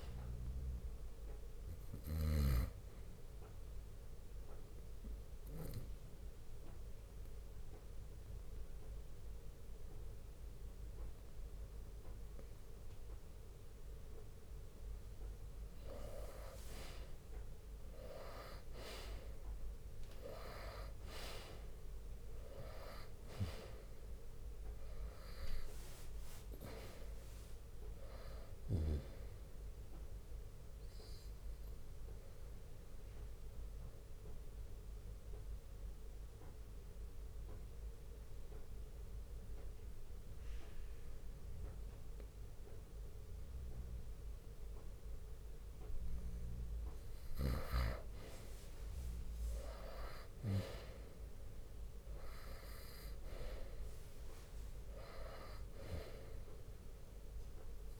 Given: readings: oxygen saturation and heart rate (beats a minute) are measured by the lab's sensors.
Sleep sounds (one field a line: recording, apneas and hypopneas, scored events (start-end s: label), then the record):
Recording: breathing in sleep by a room microphone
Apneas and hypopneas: 2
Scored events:
4.50-15.50 s: obstructive apnea (oxygen 97% before, 92% lowest, heart rate 63 before, 59 extreme, up 7 after)
16.50-22.50 s: oxygen desaturation (device-marked, oxygen 97% before, 93% lowest, heart rate 63 before, 53 extreme)
17.00-21.00 s: arousal
21.50-32.50 s: drop in pulse transit time (device-marked, heart rate 63 before, 66 extreme)
32.00-47.00 s: obstructive apnea (oxygen 97% before, 91% lowest, heart rate 66 before, 53 extreme, up 14 after)
34.50-49.50 s: bradycardia (device-marked, heart rate 63 before, 53 extreme)
48.50-51.50 s: arousal
54.50-58.00 s: drop in pulse transit time (device-marked, heart rate 58 before, 61 extreme)
From the record:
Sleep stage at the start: N2 (light sleep)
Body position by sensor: on the right side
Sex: male